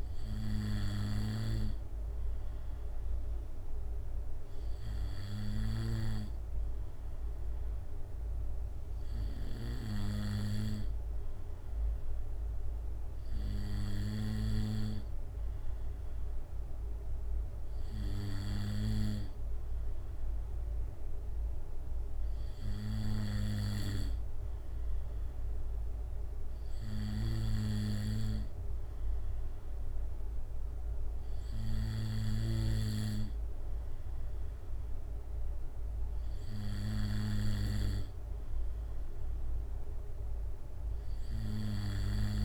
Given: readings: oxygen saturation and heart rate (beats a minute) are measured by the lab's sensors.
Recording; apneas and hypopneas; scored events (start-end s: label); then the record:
breathing in sleep by a room microphone; none
none scored
From the record:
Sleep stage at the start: N2 (light sleep); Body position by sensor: on the back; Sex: male